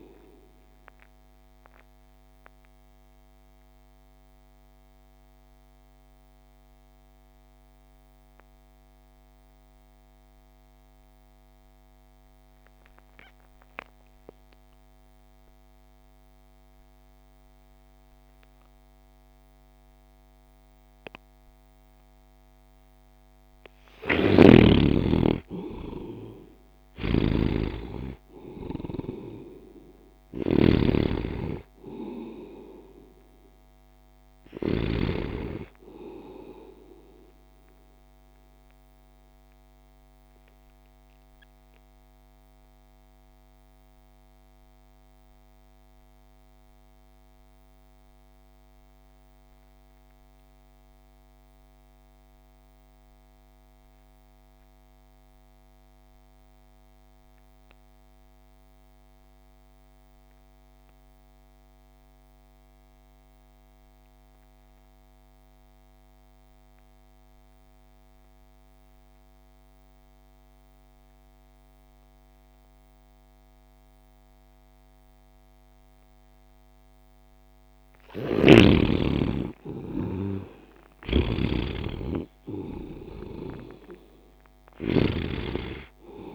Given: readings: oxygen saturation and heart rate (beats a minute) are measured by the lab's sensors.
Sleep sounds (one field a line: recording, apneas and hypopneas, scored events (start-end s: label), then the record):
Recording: breathing in sleep by a microphone on the trachea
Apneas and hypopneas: 2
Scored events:
0.00-15.50 s: oxygen desaturation (device-marked, oxygen 46% lowest)
1.50-23.00 s: mixed apnea (oxygen 72% before, 46% lowest)
24.00-35.00 s: snoring (device-marked)
25.00-28.50 s: arousal
27.50-46.50 s: oxygen desaturation (device-marked, oxygen 99% before, 69% lowest)
38.50-77.00 s: mixed apnea (oxygen 99% before, 62% lowest)
52.50-86.35 s: oxygen desaturation (device-marked, oxygen 99% before, 62% lowest)
78.50-82.00 s: arousal
81.00-85.50 s: snoring (device-marked)
From the record:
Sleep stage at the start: REM sleep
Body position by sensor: on the right side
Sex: male